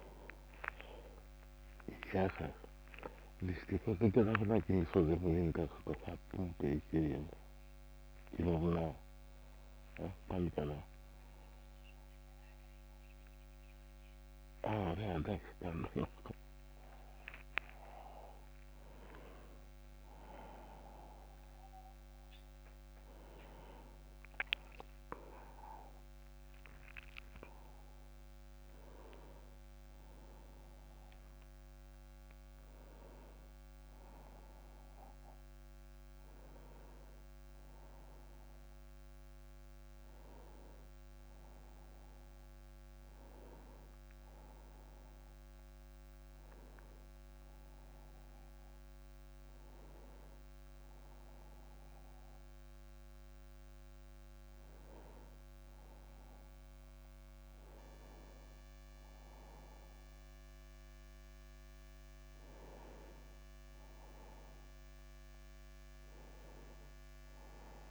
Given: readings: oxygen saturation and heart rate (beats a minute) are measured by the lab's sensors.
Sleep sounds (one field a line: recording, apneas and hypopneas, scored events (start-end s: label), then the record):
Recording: a person partly awake in a sleep study, by a microphone on the trachea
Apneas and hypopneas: none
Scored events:
17.50-67.91 s: new sleep stage, N1 (lightest sleep)
From the record:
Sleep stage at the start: awake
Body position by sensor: on the back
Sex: male